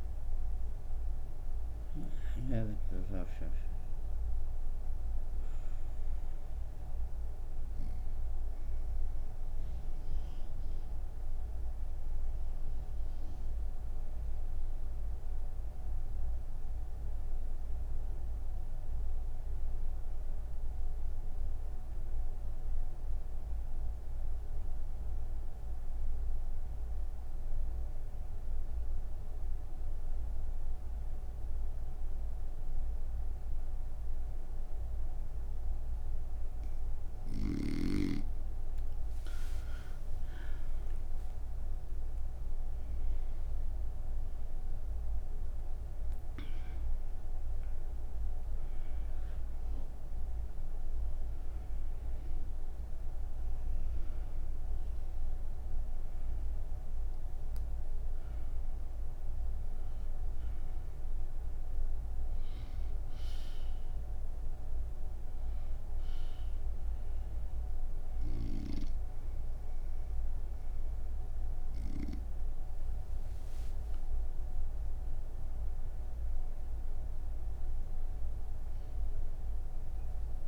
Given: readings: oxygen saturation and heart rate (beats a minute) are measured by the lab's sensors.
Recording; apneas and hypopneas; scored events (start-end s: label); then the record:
breathing in sleep, hard to hear, by a room microphone; none
1.50-17.50 s: oxygen desaturation (device-marked, oxygen 94% before, 90% lowest)
41.50-80.48 s: oxygen desaturation (device-marked, oxygen 99% before, 87% lowest)
From the record:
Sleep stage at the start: N1 (lightest sleep); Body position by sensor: on the right side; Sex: female